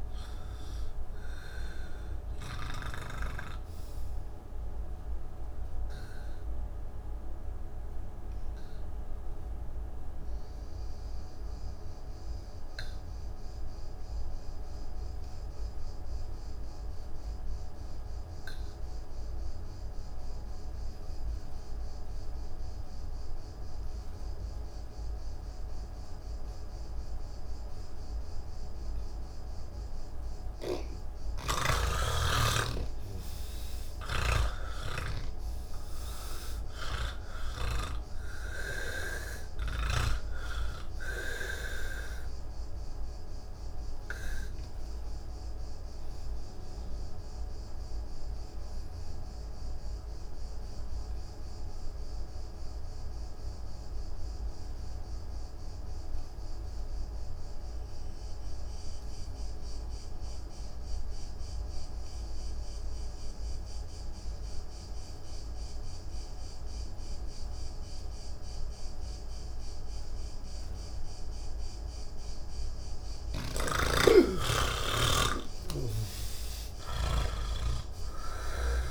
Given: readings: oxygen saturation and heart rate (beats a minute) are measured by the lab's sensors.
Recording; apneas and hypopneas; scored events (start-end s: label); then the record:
breathing in sleep by a room microphone; 2
0.00-17.00 s: oxygen desaturation (device-marked, oxygen 81% lowest, heart rate 76 extreme)
5.00-29.50 s: obstructive apnea (oxygen 98% before, 78% lowest, heart rate 143 before, 76 extreme)
30.50-40.50 s: snoring (device-marked)
31.00-57.00 s: oxygen desaturation (device-marked, oxygen 97% before, 78% lowest, heart rate 115 before, 69 extreme)
43.00-71.50 s: obstructive apnea (oxygen 99% before, 78% lowest, heart rate 118 before, 69 extreme, up 39 after)
72.00-78.91 s: oxygen desaturation (device-marked, oxygen 97% before, 80% lowest, heart rate 118 before, 94 extreme)
From the record:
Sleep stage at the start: N2 (light sleep); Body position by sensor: on the back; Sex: male